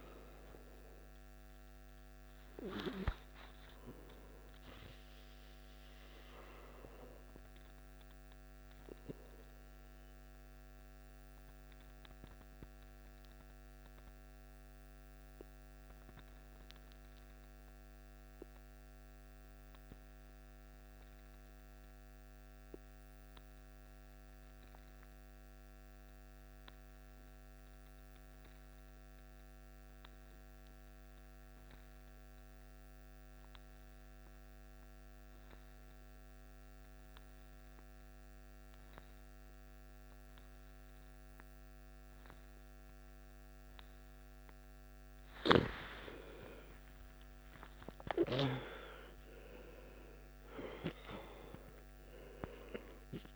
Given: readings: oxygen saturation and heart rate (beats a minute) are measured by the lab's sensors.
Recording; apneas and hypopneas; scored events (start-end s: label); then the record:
breathing in sleep by a microphone on the trachea; 1
0.00-17.00 s: oxygen desaturation (device-marked, oxygen 90% lowest, heart rate 53 extreme)
11.50-45.00 s: obstructive apnea (oxygen 96% before, 87% lowest, heart rate 63 before, 53 extreme, up 15 after)
34.00-53.36 s: oxygen desaturation (device-marked, oxygen 97% before, 87% lowest, heart rate 55 before, 54 extreme)
42.00-44.00 s: long interval between heartbeats (device-marked, heart rate 55 before, 57 extreme)
46.00-50.00 s: arousal
From the record:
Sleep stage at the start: N2 (light sleep); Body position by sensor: on the back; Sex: male